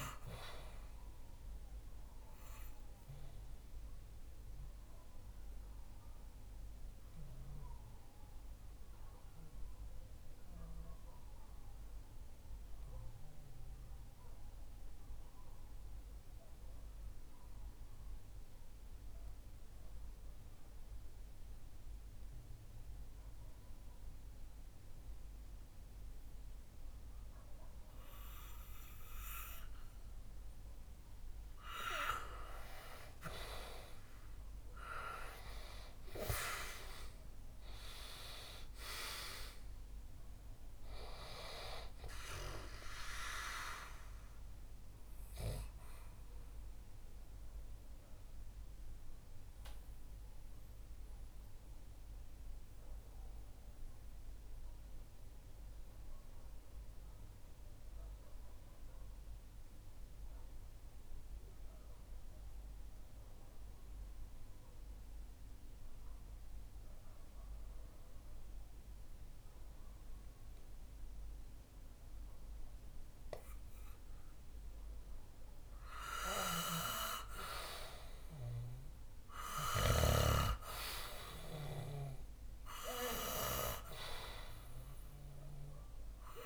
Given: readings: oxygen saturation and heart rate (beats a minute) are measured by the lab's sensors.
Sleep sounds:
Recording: breathing in sleep by a room microphone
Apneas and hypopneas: 2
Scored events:
0.00-16.50 s: oxygen desaturation (device-marked, oxygen 90% lowest, heart rate 61 extreme)
1.50-31.00 s: mixed apnea (oxygen 99% before, 90% lowest, heart rate 64 before, 61 extreme, up 6 after)
28.50-60.50 s: oxygen desaturation (device-marked, oxygen 98% before, 90% lowest, heart rate 62 before, 61 extreme)
34.00-38.00 s: arousal
46.00-75.00 s: mixed apnea (oxygen 98% before, 90% lowest, heart rate 67 before, 59 extreme, up 5 after)
75.50-79.50 s: snoring (device-marked)
75.50-86.46 s: oxygen desaturation (device-marked, oxygen 98% before, 90% lowest, heart rate 62 before, 59 extreme)
77.00-81.00 s: arousal
From the record:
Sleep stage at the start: N2 (light sleep)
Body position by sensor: on the back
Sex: male

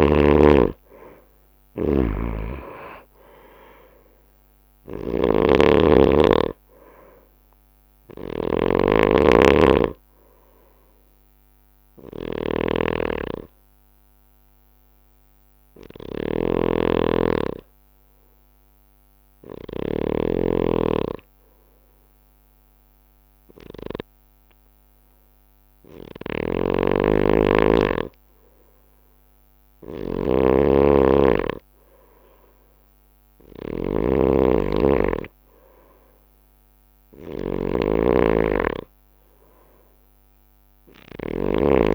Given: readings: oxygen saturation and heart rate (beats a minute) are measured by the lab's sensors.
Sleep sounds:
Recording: breathing in sleep by a microphone on the trachea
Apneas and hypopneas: 1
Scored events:
2.00-20.50 s: snoring (device-marked)
13.00-25.50 s: hypopnea (oxygen 99% before, 93% lowest)
26.50-41.95 s: snoring (device-marked)
28.00-31.00 s: arousal
From the record:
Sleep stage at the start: N2 (light sleep)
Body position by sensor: on the right side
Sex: male

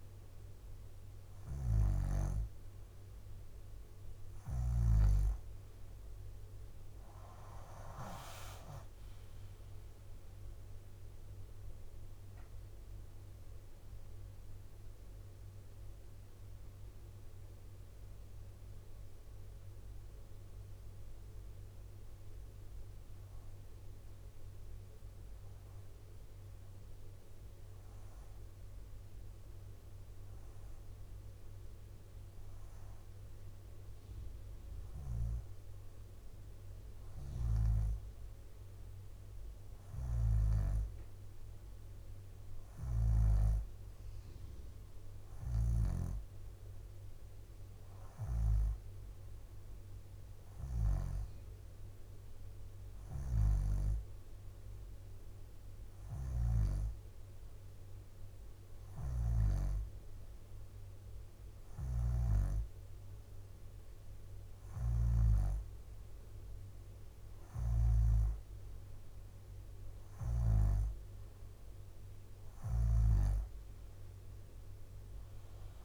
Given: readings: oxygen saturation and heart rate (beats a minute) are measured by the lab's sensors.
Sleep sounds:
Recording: breathing in sleep by a room microphone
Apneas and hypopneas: 1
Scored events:
0.00-2.00 s: bradycardia (device-marked, heart rate 63 before, 62 extreme)
1.00-4.50 s: snoring (device-marked)
6.00-23.00 s: drop in pulse transit time (device-marked, heart rate 62 before, 64 extreme)
7.50-10.50 s: leg movement (device-marked)
20.00-23.50 s: arousal
26.00-38.50 s: hypopnea (oxygen 94% before, 92% lowest, heart rate 67 before, 60 extreme, up 3 after)
39.50-43.00 s: snoring (device-marked)
41.50-45.00 s: arousal
45.00-47.00 s: leg movement (device-marked)
45.00-48.50 s: snoring (device-marked)
53.00-56.50 s: snoring (device-marked)
58.50-65.00 s: snoring (device-marked)
67.00-70.50 s: snoring (device-marked)
69.50-73.00 s: leg movement (device-marked)
74.00-75.85 s: drop in pulse transit time (device-marked, heart rate 62 before, 62 extreme)
From the record:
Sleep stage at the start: N2 (light sleep)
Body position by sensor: upright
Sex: female

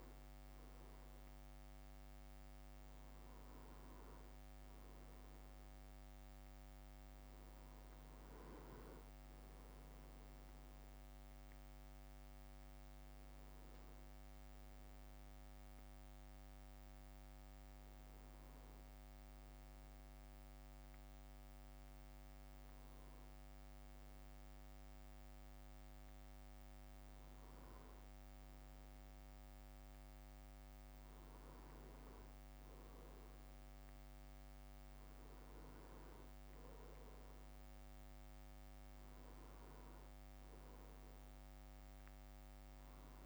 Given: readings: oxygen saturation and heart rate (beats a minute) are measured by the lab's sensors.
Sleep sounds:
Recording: breathing in sleep, hard to hear, by a microphone on the trachea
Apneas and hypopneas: none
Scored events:
none scored
From the record:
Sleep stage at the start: N2 (light sleep)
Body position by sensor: on the back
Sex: male

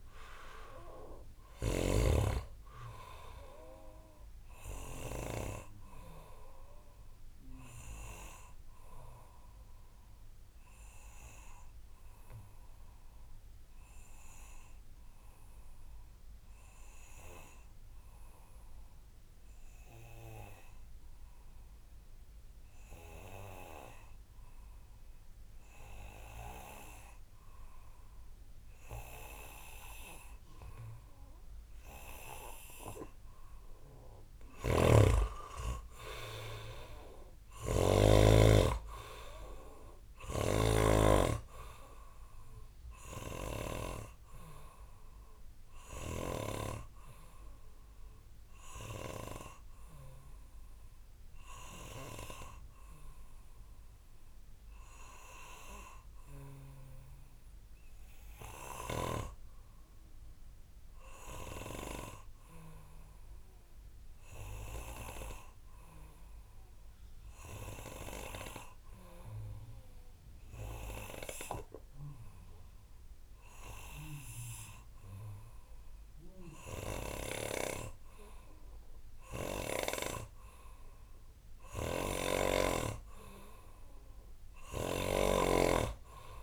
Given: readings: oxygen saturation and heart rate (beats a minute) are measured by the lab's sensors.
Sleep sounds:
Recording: breathing in sleep by a room microphone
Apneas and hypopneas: 2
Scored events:
0.00-2.00 s: snoring (device-marked)
0.00-25.00 s: oxygen desaturation (device-marked, oxygen 89% lowest, heart rate 59 extreme)
6.50-33.00 s: obstructive apnea (oxygen 99% before, 88% lowest, heart rate 68 before, 59 extreme, up 8 after)
31.00-62.00 s: oxygen desaturation (device-marked, oxygen 98% before, 88% lowest, heart rate 64 before, 60 extreme)
34.50-38.00 s: snoring (device-marked)
35.50-39.50 s: arousal
43.50-80.50 s: obstructive apnea (oxygen 98% before, 88% lowest, heart rate 68 before, 60 extreme, up 7 after)
81.50-86.43 s: snoring (device-marked)
82.00-86.43 s: oxygen desaturation (device-marked, oxygen 97% before, 91% lowest, heart rate 65 before, 62 extreme)
82.50-85.50 s: arousal
From the record:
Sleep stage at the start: N2 (light sleep)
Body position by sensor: on the back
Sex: male

